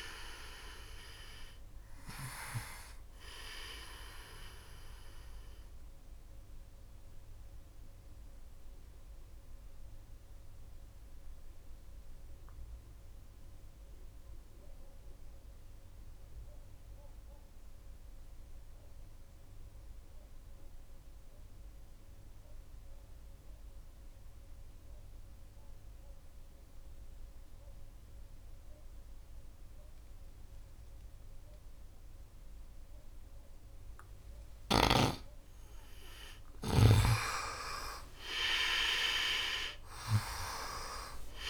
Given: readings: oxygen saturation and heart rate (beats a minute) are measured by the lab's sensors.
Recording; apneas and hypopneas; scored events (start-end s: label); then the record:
breathing in sleep by a room microphone; 1
0.00-15.50 s: oxygen desaturation (device-marked, oxygen 86% lowest, heart rate 67 extreme)
5.00-34.00 s: obstructive apnea (oxygen 99% before, 86% lowest, heart rate 77 before, 67 extreme, up 10 after)
34.50-41.50 s: oxygen desaturation (device-marked, oxygen 97% before, 87% lowest, heart rate 71 before, 68 extreme)
36.50-40.00 s: arousal
From the record:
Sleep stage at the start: N2 (light sleep); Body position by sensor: on the right side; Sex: male